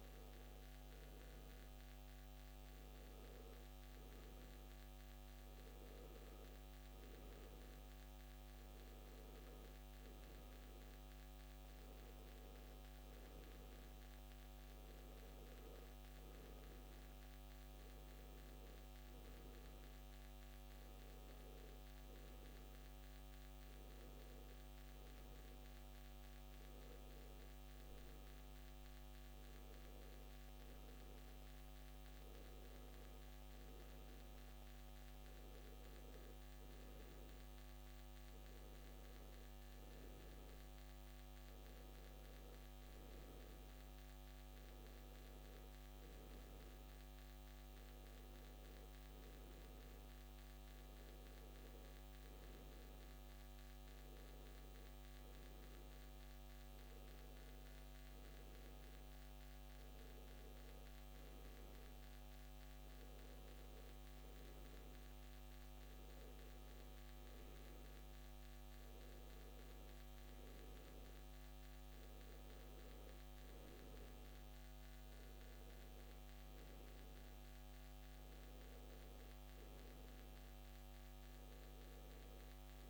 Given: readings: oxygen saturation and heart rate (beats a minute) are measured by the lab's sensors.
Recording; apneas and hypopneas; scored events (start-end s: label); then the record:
breathing in sleep, hard to hear, by a microphone on the trachea; none
none scored
From the record:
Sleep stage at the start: N1 (lightest sleep); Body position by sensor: on the back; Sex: male